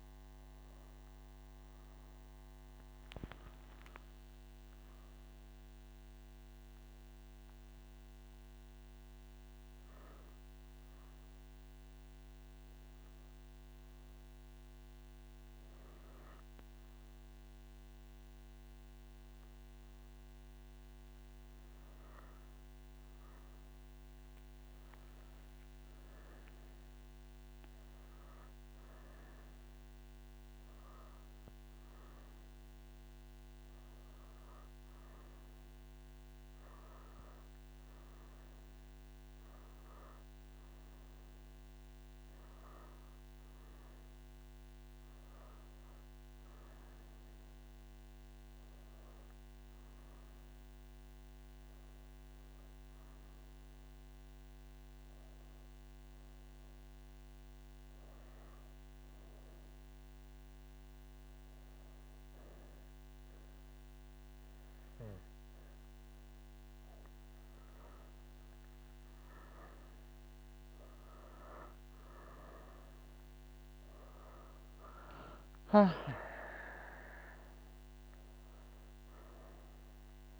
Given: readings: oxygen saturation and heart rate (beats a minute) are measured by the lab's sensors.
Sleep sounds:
breathing in sleep, hard to hear, by a microphone on the trachea; 1
54.00-65.50 s: hypopnea (oxygen 100% before, 95% lowest)
68.50-80.40 s: new sleep stage, N1 (lightest sleep)
From the record:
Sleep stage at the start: N3 (deep sleep); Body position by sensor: on the right side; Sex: female

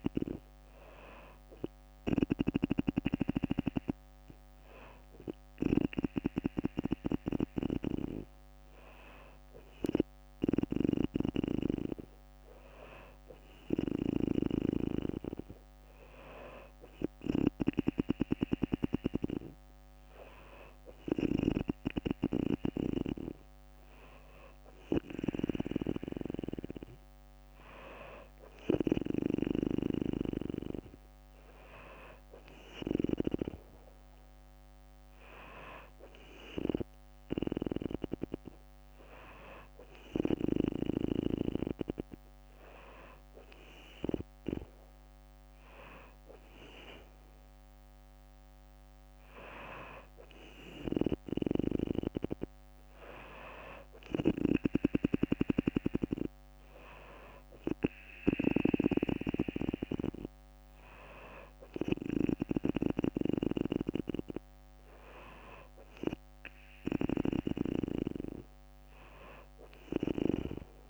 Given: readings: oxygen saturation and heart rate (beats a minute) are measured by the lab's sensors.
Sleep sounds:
breathing in sleep by a microphone on the trachea; none
none scored
From the record:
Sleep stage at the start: N2 (light sleep); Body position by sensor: on the back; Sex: female

